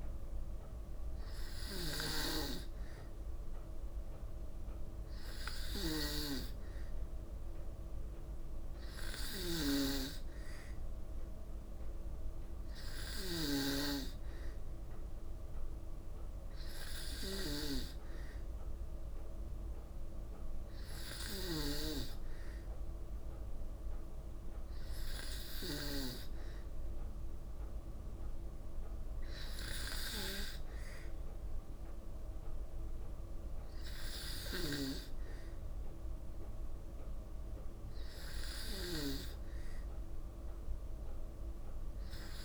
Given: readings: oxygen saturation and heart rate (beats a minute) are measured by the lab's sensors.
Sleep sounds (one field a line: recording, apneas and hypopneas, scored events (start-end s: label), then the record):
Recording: breathing in sleep by a room microphone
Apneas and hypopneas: none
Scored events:
9.00-13.50 s: snoring (device-marked)
From the record:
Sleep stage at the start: N2 (light sleep)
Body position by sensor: on the back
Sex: female